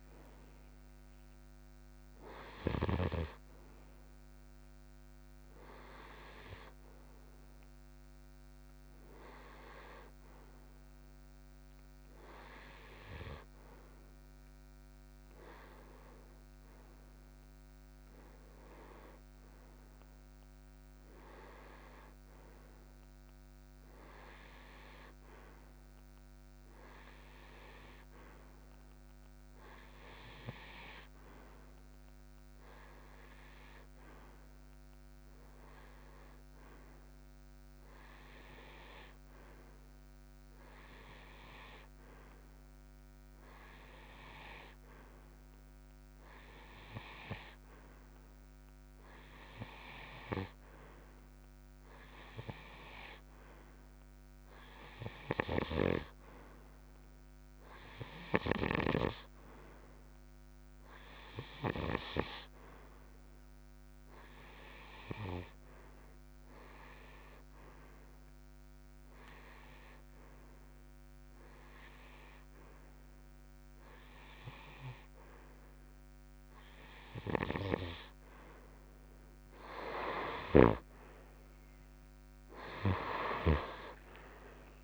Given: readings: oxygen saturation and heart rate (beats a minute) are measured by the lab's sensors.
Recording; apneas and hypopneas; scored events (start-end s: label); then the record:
breathing in sleep by a microphone on the trachea; 1
0.00-6.50 s: oxygen desaturation (device-marked, oxygen 89% lowest)
15.50-31.50 s: oxygen desaturation (device-marked, oxygen 91% before, 87% lowest)
28.50-77.50 s: hypopnea (oxygen 95% before, 92% lowest)
82.50-84.84 s: arousal
From the record:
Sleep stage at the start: REM sleep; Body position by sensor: on the right side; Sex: male